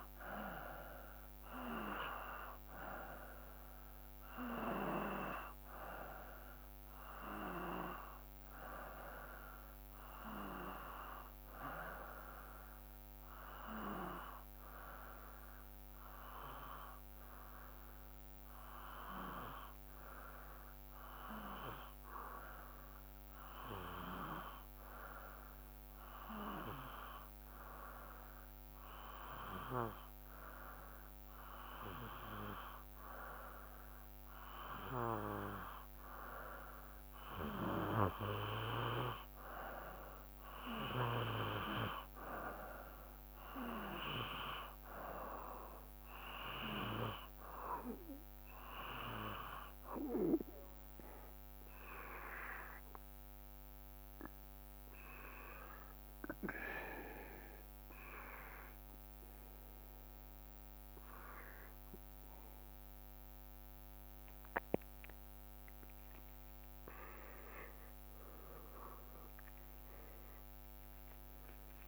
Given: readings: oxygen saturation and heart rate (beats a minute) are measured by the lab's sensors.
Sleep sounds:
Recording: breathing in sleep by a microphone on the trachea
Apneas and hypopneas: 2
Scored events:
18.00-37.50 s: hypopnea (oxygen 95% before, 92% lowest, heart rate 57 before, 57 extreme, up 2 after)
32.00-57.00 s: oxygen desaturation (device-marked, oxygen 95% before, 92% lowest, heart rate 57 before, 56 extreme)
40.00-45.00 s: arousal
55.50-66.50 s: hypopnea (oxygen 95% before, 86% lowest, heart rate 59 before, 56 extreme, up 5 after)
69.00-71.87 s: arousal
From the record:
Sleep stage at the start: N2 (light sleep)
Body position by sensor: on the back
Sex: male

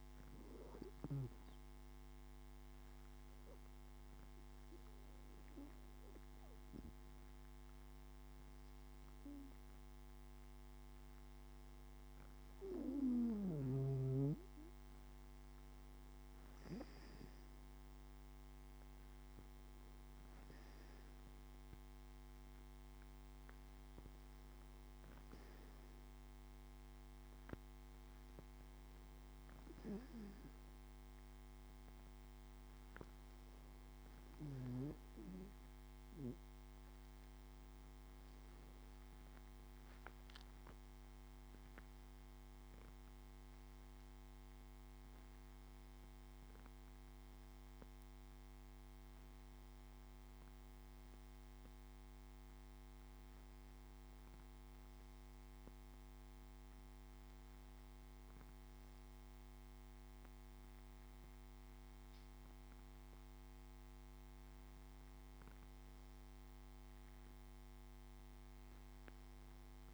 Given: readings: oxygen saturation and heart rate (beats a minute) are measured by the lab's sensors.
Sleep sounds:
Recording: breathing in sleep by a microphone on the trachea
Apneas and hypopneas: none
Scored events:
none scored
From the record:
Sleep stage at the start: N2 (light sleep)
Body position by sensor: on the back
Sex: male

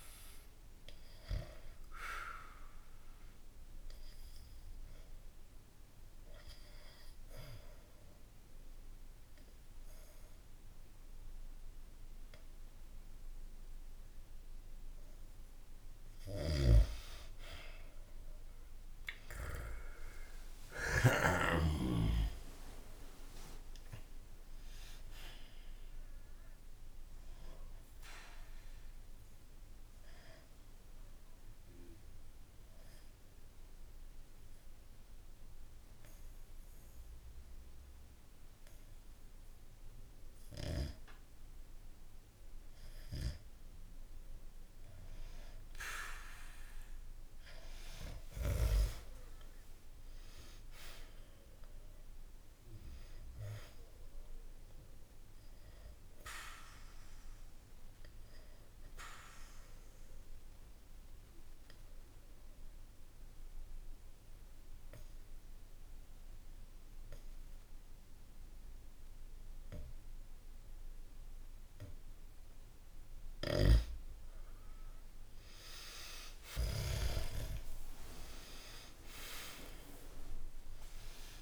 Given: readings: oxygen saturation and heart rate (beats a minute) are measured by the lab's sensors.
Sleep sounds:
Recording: breathing in sleep by a room microphone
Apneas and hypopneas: 3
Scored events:
2.00-15.00 s: obstructive apnea (oxygen 98% before, 91% lowest, heart rate 65 before, 61 extreme, up 3 after)
13.00-26.00 s: oxygen desaturation (device-marked, oxygen 97% before, 93% lowest, heart rate 63 before, 63 extreme)
16.50-22.00 s: snoring (device-marked)
18.00-22.50 s: arousal
29.50-43.50 s: obstructive apnea (oxygen 98% before, 91% lowest, heart rate 70 before, 61 extreme, up 2 after)
31.00-37.00 s: oxygen desaturation (device-marked, oxygen 94% before, 91% lowest, heart rate 71 before, 61 extreme)
45.50-49.50 s: arousal
56.50-72.50 s: obstructive apnea (oxygen 98% before, 92% lowest, heart rate 66 before, 61 extreme, up 3 after)
74.50-79.50 s: arousal
From the record:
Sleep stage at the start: N2 (light sleep)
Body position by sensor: on the back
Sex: male

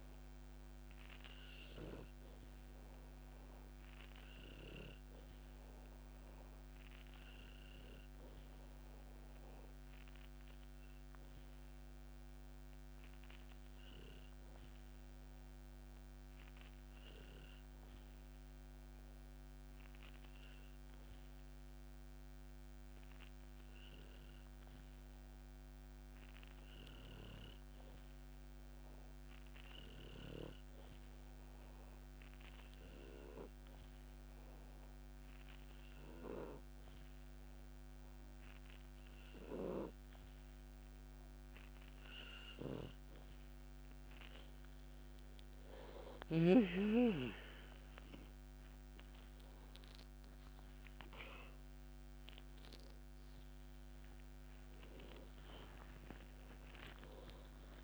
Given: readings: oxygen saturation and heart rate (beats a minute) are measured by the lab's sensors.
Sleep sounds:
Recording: breathing in sleep by a microphone on the trachea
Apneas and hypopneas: 1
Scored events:
1.00-10.00 s: oxygen desaturation (device-marked, oxygen 96% before, 93% lowest, heart rate 64 before, 60 extreme)
6.00-40.50 s: hypopnea (oxygen 97% before, 91% lowest, heart rate 64 before, 60 extreme, up 6 after)
45.00-57.84 s: new sleep stage, awake
50.00-57.84 s: oxygen desaturation (device-marked, oxygen 95% before, 91% lowest, heart rate 64 before, 64 extreme)
From the record:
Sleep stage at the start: N2 (light sleep)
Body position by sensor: on the back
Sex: male

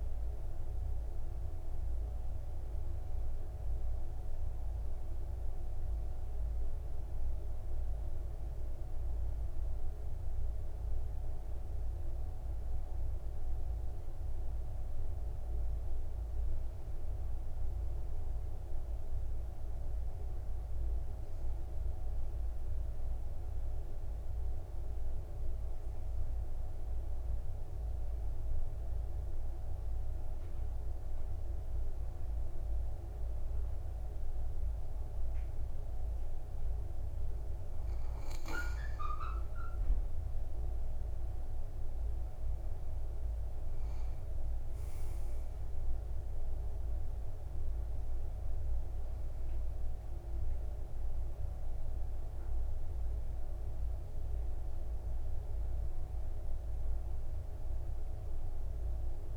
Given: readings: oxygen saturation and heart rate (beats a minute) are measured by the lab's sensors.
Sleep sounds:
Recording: breathing in sleep, hard to hear, by a room microphone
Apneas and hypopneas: 2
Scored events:
0.00-22.00 s: oxygen desaturation (device-marked, oxygen 89% lowest, heart rate 50 extreme)
5.00-15.50 s: central apnea (oxygen 98% before, 89% lowest, heart rate 65 before, 50 extreme, up 9 after)
17.00-19.50 s: arousal
21.50-38.00 s: obstructive apnea (oxygen 98% before, 89% lowest, heart rate 56 before, 51 extreme, up 6 after)
29.00-36.00 s: oxygen desaturation (device-marked, oxygen 100% before, 97% lowest, heart rate 55 before, 54 extreme)
40.00-44.50 s: arousal
43.00-59.37 s: oxygen desaturation (device-marked, oxygen 98% before, 89% lowest, heart rate 54 before, 55 extreme)
From the record:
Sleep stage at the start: N2 (light sleep)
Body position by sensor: on the back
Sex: male

